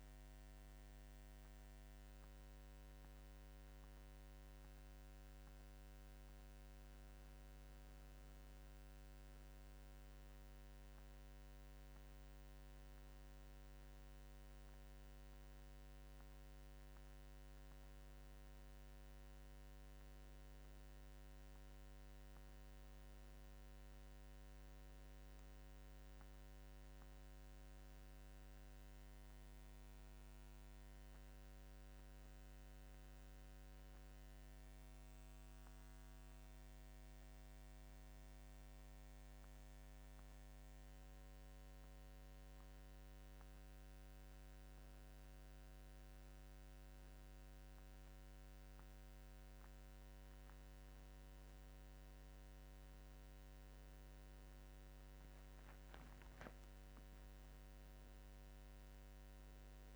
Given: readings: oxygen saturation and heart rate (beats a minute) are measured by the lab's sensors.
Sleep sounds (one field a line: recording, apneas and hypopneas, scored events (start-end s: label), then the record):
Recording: breathing in sleep, hard to hear, by a microphone on the trachea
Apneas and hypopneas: none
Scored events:
55.00-57.50 s: arousal
From the record:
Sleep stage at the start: N2 (light sleep)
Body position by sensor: on the back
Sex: male